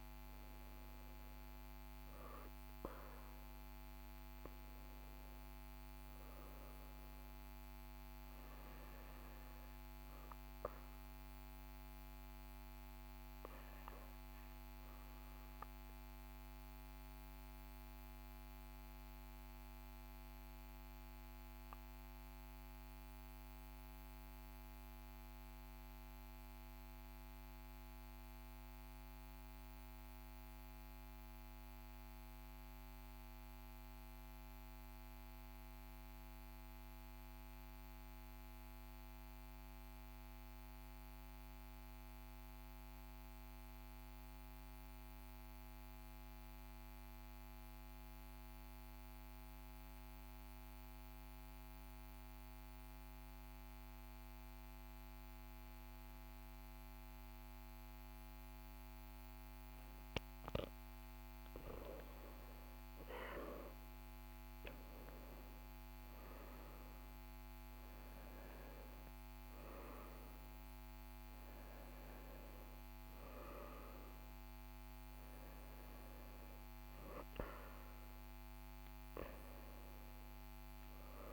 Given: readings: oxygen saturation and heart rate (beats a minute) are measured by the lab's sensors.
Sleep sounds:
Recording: breathing in sleep, hard to hear, by a microphone on the trachea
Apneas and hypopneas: 1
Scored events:
0.00-4.50 s: oxygen desaturation (device-marked, oxygen 94% lowest, heart rate 42 extreme)
9.50-14.50 s: arousal
17.50-60.50 s: obstructive apnea (oxygen 97% before, 88% lowest, heart rate 45 before, 42 extreme, up 6 after)
45.50-81.33 s: oxygen desaturation (device-marked, oxygen 98% before, 88% lowest, heart rate 43 before, 42 extreme)
62.50-67.00 s: arousal
From the record:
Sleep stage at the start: REM sleep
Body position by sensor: on the right side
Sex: male

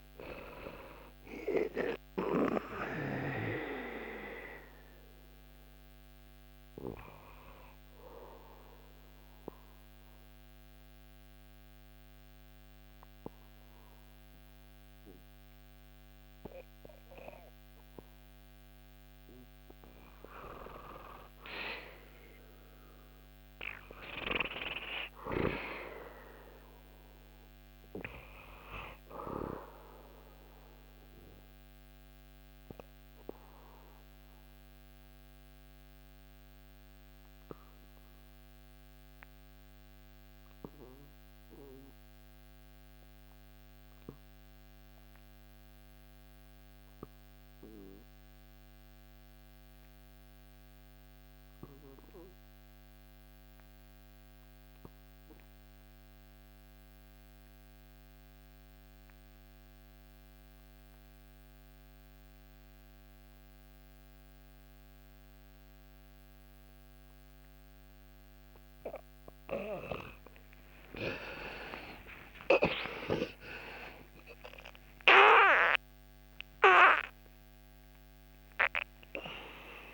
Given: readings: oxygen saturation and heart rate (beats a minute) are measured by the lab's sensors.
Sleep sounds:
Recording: breathing in sleep by a microphone on the trachea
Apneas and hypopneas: 2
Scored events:
0.00-15.00 s: oxygen desaturation (device-marked, oxygen 65% lowest, heart rate 61 extreme)
1.50-18.00 s: obstructive apnea (oxygen 86% before, 65% lowest, heart rate 73 before, 79 extreme, up 7 after)
20.00-25.50 s: arousal
27.00-37.00 s: oxygen desaturation (device-marked, oxygen 100% before, 92% lowest, heart rate 84 before, 72 extreme)
30.00-68.50 s: obstructive apnea (oxygen 100% before, 69% lowest, heart rate 85 before, 70 extreme)
44.00-79.94 s: oxygen desaturation (device-marked, oxygen 98% before, 78% lowest, heart rate 83 before, 70 extreme)
70.50-75.00 s: arousal
75.00-79.94 s: new sleep stage, N2 (light sleep)
From the record:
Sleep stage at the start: REM sleep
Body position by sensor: on the back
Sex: male

